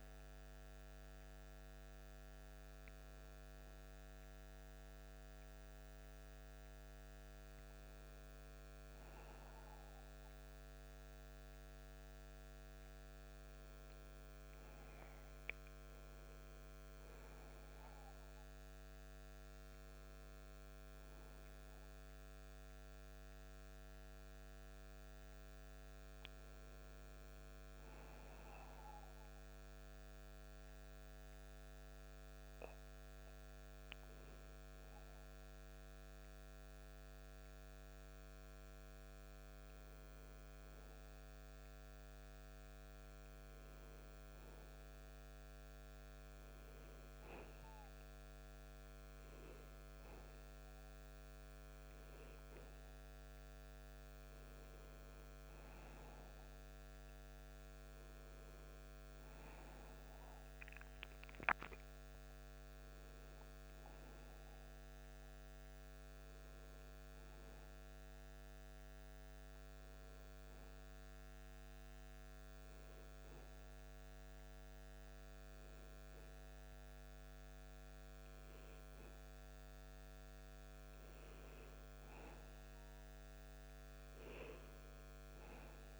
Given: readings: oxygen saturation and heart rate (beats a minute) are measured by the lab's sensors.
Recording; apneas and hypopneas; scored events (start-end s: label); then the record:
breathing in sleep, hard to hear, by a microphone on the trachea; 2
16.50-20.50 s: arousal
29.00-40.00 s: hypopnea (oxygen 98% before, 93% lowest, heart rate 81 before, 71 extreme, up 38 after)
43.50-47.50 s: arousal
52.00-78.00 s: oxygen desaturation (device-marked, oxygen 98% before, 95% lowest, heart rate 92 before, 88 extreme)
70.00-80.00 s: hypopnea (oxygen 98% before, 92% lowest, heart rate 103 before, 97 extreme, up 9 after)
82.00-86.00 s: arousal
From the record:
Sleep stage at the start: N2 (light sleep); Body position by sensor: on the back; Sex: male